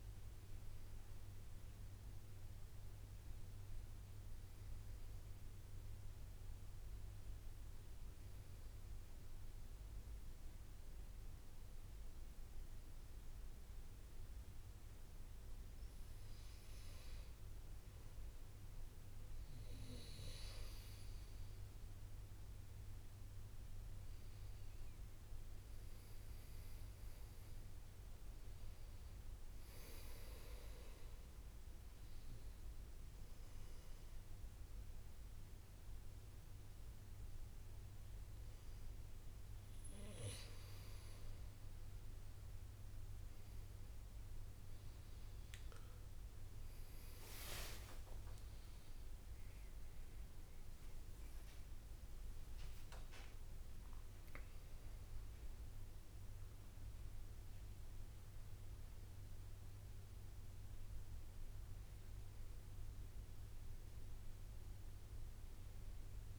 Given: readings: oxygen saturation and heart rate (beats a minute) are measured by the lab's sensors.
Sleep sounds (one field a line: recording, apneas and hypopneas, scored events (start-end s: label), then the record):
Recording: breathing in sleep by a room microphone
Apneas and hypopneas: 1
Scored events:
0.00-15.50 s: oxygen desaturation (device-marked, oxygen 95% lowest)
5.50-7.50 s: long interval between heartbeats (device-marked, heart rate 59 before, 58 extreme)
8.50-19.50 s: hypopnea (oxygen 98% before, 95% lowest)
17.50-19.50 s: long interval between heartbeats (device-marked, heart rate 45 before, 28 extreme)
19.50-23.00 s: arousal
19.50-66.39 s: new sleep stage, N2 (light sleep)
27.50-29.50 s: long interval between heartbeats (device-marked, heart rate 38 before, 59 extreme)
28.50-40.50 s: oxygen desaturation (device-marked, oxygen 99% before, 96% lowest, heart rate 38 before, 32 extreme)
32.00-34.00 s: long interval between heartbeats (device-marked, heart rate 40 before, 46 extreme)
41.00-43.00 s: long interval between heartbeats (device-marked, heart rate 47 before, 48 extreme)
45.50-47.50 s: long interval between heartbeats (device-marked, heart rate 50 before, 63 extreme)
46.50-51.50 s: arousal
47.50-49.50 s: long interval between heartbeats (device-marked, heart rate 51 before, 59 extreme)
From the record:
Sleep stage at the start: N1 (lightest sleep)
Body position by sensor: on the back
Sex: male